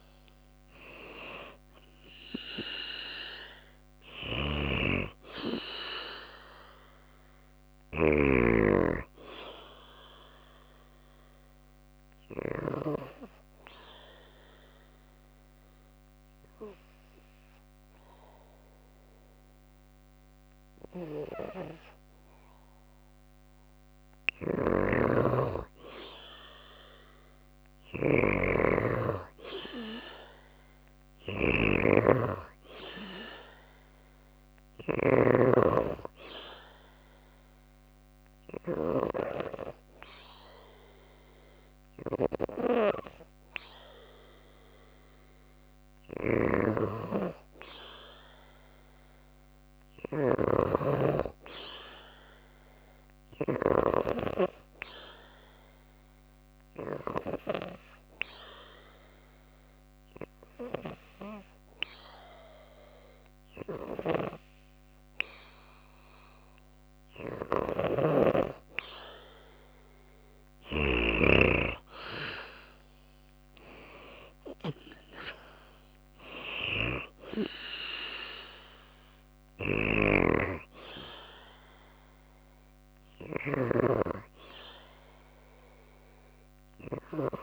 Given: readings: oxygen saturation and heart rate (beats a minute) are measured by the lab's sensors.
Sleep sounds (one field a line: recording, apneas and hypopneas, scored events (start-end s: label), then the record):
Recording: breathing in sleep by a microphone on the trachea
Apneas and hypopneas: 3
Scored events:
0.00-2.50 s: arousal
0.00-7.50 s: snoring (device-marked)
1.50-21.50 s: oxygen desaturation (device-marked, oxygen 97% before, 92% lowest, heart rate 56 before, 52 extreme)
11.50-22.00 s: obstructive apnea (oxygen 97% before, 92% lowest, heart rate 56 before, 53 extreme, up 4 after)
23.50-34.50 s: snoring (device-marked)
25.50-29.00 s: arousal
35.00-45.50 s: obstructive apnea (oxygen 97% before, 93% lowest, heart rate 55 before, 55 extreme, up 0 after)
46.00-50.00 s: arousal
49.00-53.00 s: snoring (device-marked)
56.00-67.00 s: obstructive apnea (oxygen 97% before, 91% lowest, heart rate 56 before, 55 extreme, up 4 after)
73.00-77.00 s: arousal
79.00-83.00 s: snoring (device-marked)
From the record:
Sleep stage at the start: N2 (light sleep)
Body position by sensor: on the back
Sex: female